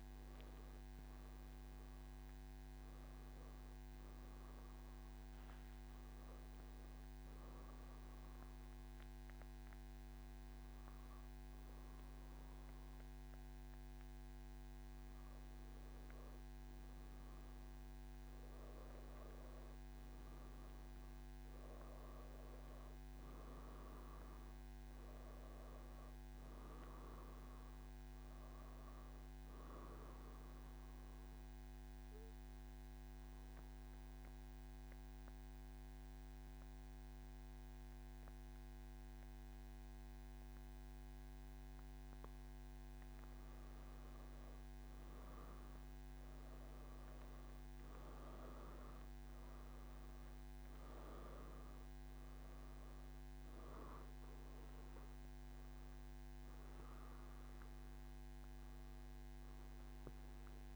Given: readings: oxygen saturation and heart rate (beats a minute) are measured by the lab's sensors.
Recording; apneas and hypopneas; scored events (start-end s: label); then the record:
breathing in sleep, hard to hear, by a microphone on the trachea; 1
30.50-42.50 s: central apnea (oxygen 97% before, 92% lowest, heart rate 121 before, 119 extreme, up 4 after)
From the record:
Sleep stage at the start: N2 (light sleep); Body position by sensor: on the back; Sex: male